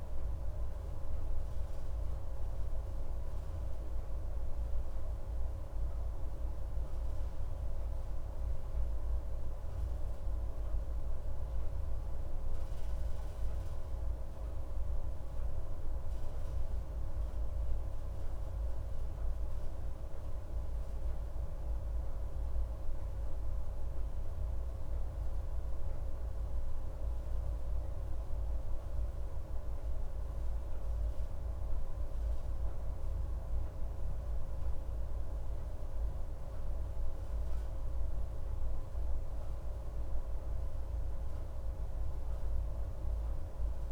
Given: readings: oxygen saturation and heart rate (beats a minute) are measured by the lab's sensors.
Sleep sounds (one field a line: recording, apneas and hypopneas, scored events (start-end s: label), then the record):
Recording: a person awake in a sleep study, hard to hear, by a room microphone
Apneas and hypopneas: none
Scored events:
none scored
From the record:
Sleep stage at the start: awake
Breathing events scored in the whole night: 182 in 5.9 hours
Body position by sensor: on the left side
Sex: male